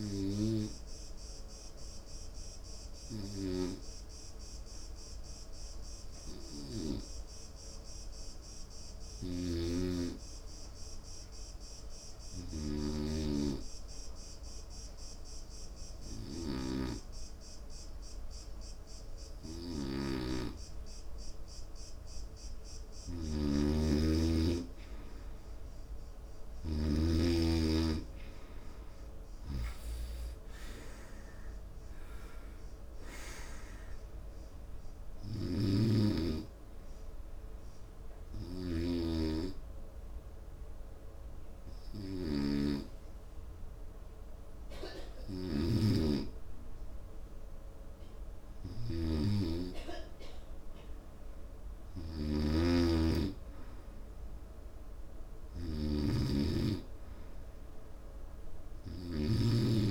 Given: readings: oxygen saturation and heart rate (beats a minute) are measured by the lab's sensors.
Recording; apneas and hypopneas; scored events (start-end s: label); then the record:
breathing in sleep by a room microphone; 2
0.50-22.50 s: hypopnea (oxygen 95% before, 89% lowest, heart rate 76 before, 65 extreme, up 8 after)
11.00-24.00 s: oxygen desaturation (device-marked, oxygen 97% before, 89% lowest, heart rate 78 before, 65 extreme)
24.00-27.50 s: snoring (device-marked)
26.00-30.00 s: arousal
39.00-50.00 s: hypopnea (oxygen 96% before, 90% lowest, heart rate 72 before, 66 extreme, up 1 after)
53.00-57.00 s: arousal
55.00-59.90 s: oxygen desaturation (device-marked, oxygen 93% before, 90% lowest, heart rate 76 before, 66 extreme)
From the record:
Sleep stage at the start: N2 (light sleep); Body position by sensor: on the right side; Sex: male